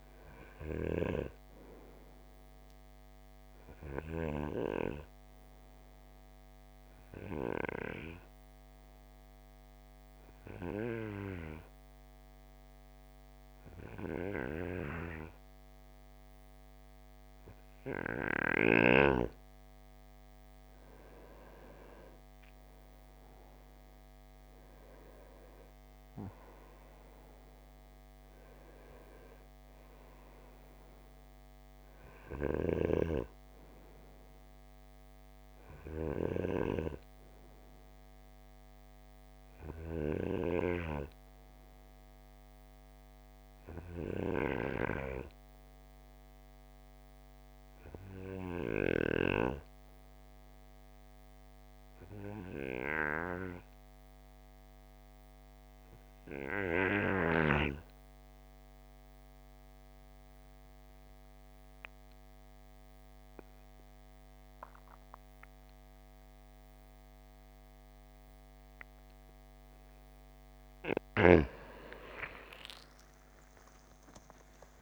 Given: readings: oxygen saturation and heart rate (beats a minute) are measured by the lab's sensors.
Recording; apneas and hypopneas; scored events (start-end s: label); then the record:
breathing in sleep by a microphone on the trachea; 2
1.50-17.50 s: oxygen desaturation (device-marked, oxygen 97% before, 90% lowest, heart rate 57 before, 55 extreme)
1.50-18.50 s: obstructive apnea (oxygen 97% before, 88% lowest, heart rate 57 before, 54 extreme, up 8 after)
21.50-25.50 s: arousal
28.50-46.50 s: oxygen desaturation (device-marked, oxygen 96% before, 90% lowest, heart rate 58 before, 54 extreme)
38.50-69.50 s: obstructive apnea (oxygen 96% before, 84% lowest, heart rate 61 before, 54 extreme, up 30 after)
63.50-74.82 s: oxygen desaturation (device-marked, oxygen 96% before, 84% lowest, heart rate 55 before, 53 extreme)
72.00-74.82 s: arousal
From the record:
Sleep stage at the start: N2 (light sleep); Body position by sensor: on the right side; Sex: male